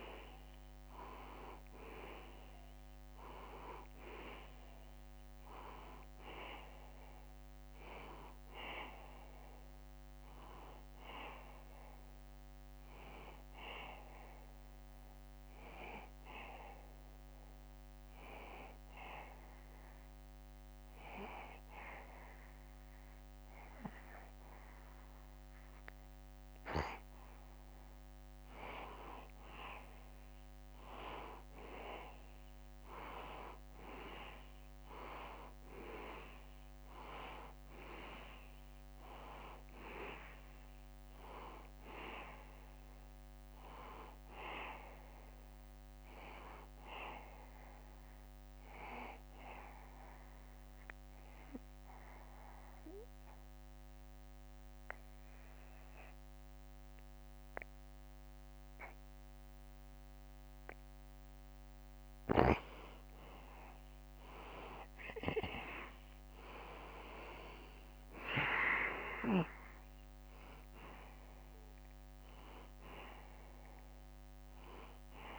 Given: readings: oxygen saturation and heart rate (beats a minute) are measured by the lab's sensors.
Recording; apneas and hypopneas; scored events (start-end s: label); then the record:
breathing in sleep by a microphone on the trachea; 2
0.00-14.50 s: oxygen desaturation (device-marked, oxygen 90% lowest, heart rate 73 extreme)
14.50-27.00 s: hypopnea (oxygen 93% before, 88% lowest, heart rate 75 before, 73 extreme, up 1 after)
29.50-33.50 s: arousal
34.50-54.50 s: oxygen desaturation (device-marked, oxygen 94% before, 90% lowest, heart rate 75 before, 71 extreme)
49.00-60.00 s: obstructive apnea (oxygen 95% before, 87% lowest, heart rate 76 before, 71 extreme, up 2 after)
63.50-67.00 s: arousal
66.50-75.39 s: oxygen desaturation (device-marked, oxygen 95% before, 87% lowest, heart rate 74 before, 72 extreme)
71.50-75.39 s: drop in pulse transit time (device-marked, heart rate 74 before, 74 extreme)
From the record:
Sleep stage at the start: N2 (light sleep); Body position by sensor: on the back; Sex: male